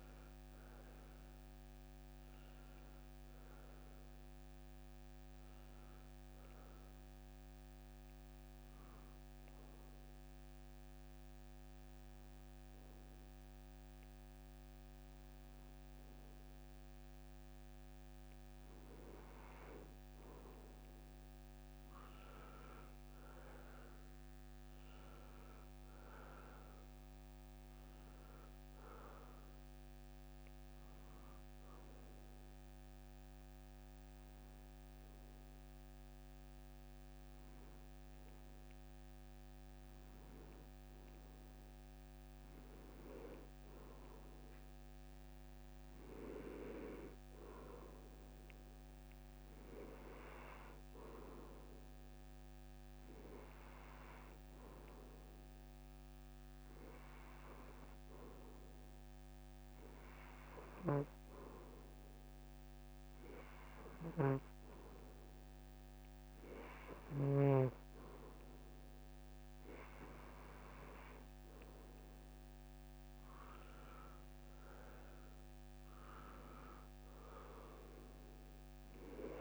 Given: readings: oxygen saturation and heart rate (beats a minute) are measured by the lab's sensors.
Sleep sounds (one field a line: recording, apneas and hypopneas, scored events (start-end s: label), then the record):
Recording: breathing in sleep by a microphone on the trachea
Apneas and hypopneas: 2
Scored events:
1.50-6.00 s: arousal
9.00-20.00 s: hypopnea (oxygen 95% before, 88% lowest)
22.50-26.50 s: arousal
22.50-40.50 s: oxygen desaturation (device-marked, oxygen 94% before, 89% lowest)
31.50-42.00 s: hypopnea (oxygen 94% before, 88% lowest)
45.00-48.50 s: arousal
48.50-58.50 s: oxygen desaturation (device-marked, oxygen 95% before, 90% lowest, heart rate 30 before, 120 extreme)
64.50-79.41 s: oxygen desaturation (device-marked, oxygen 91% before, 88% lowest)
71.50-75.50 s: arousal
From the record:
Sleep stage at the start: N2 (light sleep)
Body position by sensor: on the back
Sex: male